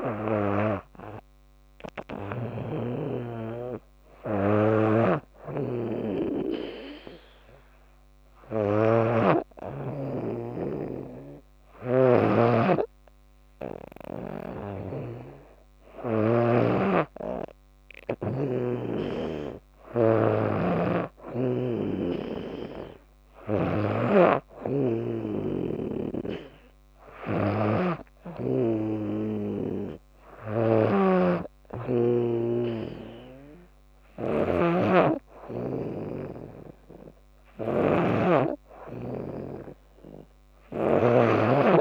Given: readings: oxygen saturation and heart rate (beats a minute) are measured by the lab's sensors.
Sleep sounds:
breathing in sleep by a microphone on the trachea; none
4.50-18.00 s: snoring (device-marked)
20.00-41.81 s: snoring (device-marked)
From the record:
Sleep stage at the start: N2 (light sleep); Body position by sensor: on the back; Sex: female

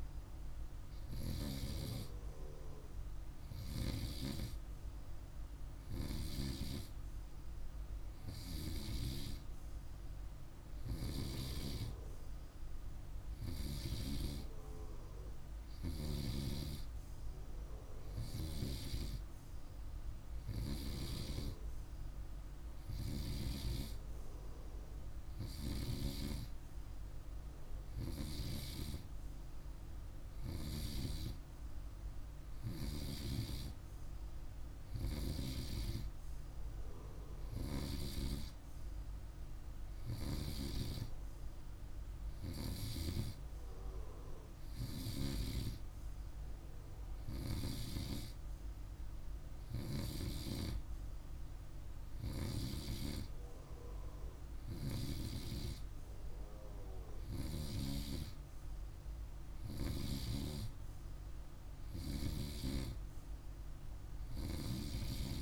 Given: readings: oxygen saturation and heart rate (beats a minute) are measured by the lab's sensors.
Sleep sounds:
breathing in sleep by a room microphone; none
none scored
From the record:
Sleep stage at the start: N2 (light sleep); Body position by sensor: on the right side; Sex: male

